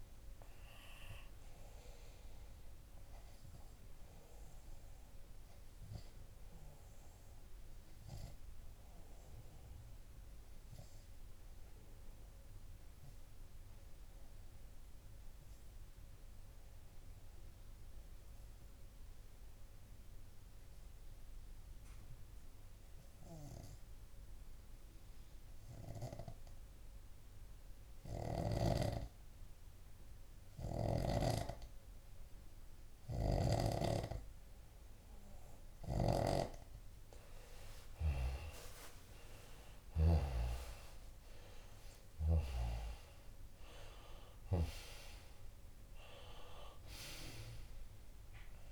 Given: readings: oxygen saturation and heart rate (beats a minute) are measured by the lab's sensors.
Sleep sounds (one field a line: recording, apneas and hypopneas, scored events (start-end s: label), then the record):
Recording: breathing in sleep by a room microphone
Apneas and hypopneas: 1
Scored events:
0.00-4.00 s: oxygen desaturation (device-marked, oxygen 94% lowest)
6.50-35.50 s: obstructive apnea (oxygen 99% before, 94% lowest)
28.50-36.50 s: snoring (device-marked)
39.00-42.50 s: arousal
From the record:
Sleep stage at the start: N2 (light sleep)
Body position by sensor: on the left side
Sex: male